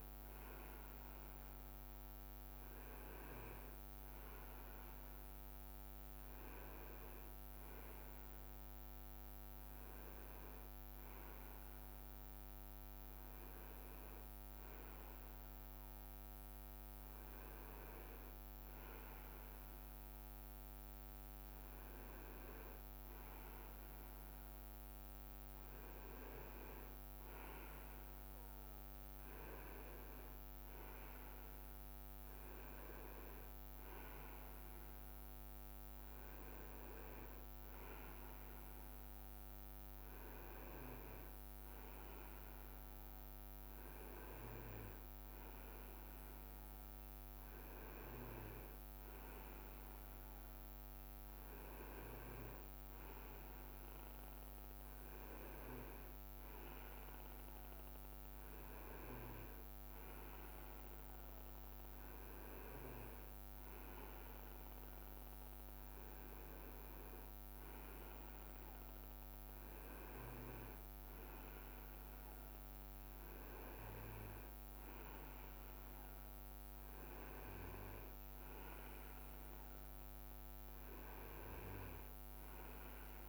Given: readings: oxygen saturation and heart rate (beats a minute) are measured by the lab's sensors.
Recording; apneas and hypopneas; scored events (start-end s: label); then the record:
breathing in sleep by a microphone on the trachea; none
4.50-11.50 s: leg movement (device-marked)
15.50-19.00 s: leg movement (device-marked)
34.00-43.50 s: leg movement (device-marked)
48.50-49.50 s: leg movement (device-marked)
62.00-70.00 s: leg movement (device-marked)
73.50-76.50 s: leg movement (device-marked)
From the record:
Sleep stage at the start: N2 (light sleep); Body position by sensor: on the right side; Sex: male